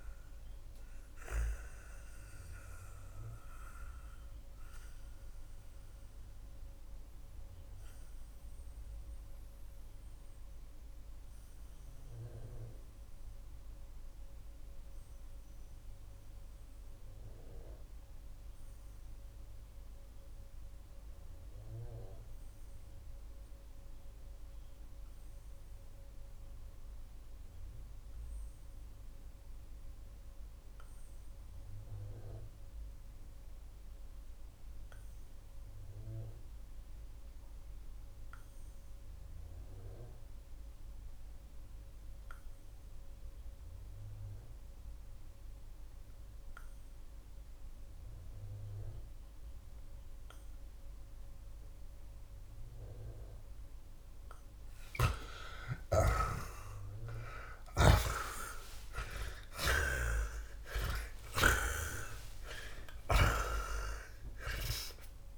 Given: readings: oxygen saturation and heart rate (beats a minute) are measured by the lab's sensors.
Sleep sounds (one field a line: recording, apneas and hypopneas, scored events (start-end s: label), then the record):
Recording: breathing in sleep by a room microphone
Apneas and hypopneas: 1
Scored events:
1.00-54.00 s: mixed apnea (oxygen 95% before, 80% lowest)
19.00-29.00 s: oxygen desaturation (device-marked, oxygen 91% before, 80% lowest)
57.50-61.50 s: snoring (device-marked)
59.00-62.00 s: arousal
From the record:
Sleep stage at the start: REM sleep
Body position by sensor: on the back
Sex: male